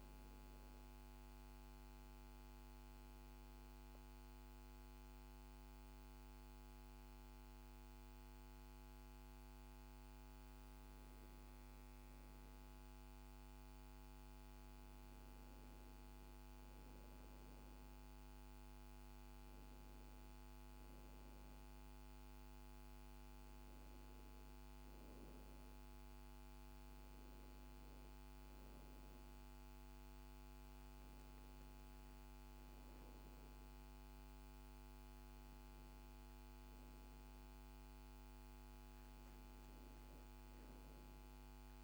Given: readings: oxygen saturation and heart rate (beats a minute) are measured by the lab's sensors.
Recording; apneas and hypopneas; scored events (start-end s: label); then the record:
breathing in sleep, hard to hear, by a microphone on the trachea; none
27.50-37.50 s: oxygen desaturation (device-marked, oxygen 98% before, 95% lowest, heart rate 55 before, 55 extreme)
From the record:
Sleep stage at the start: N1 (lightest sleep); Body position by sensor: on the back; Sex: female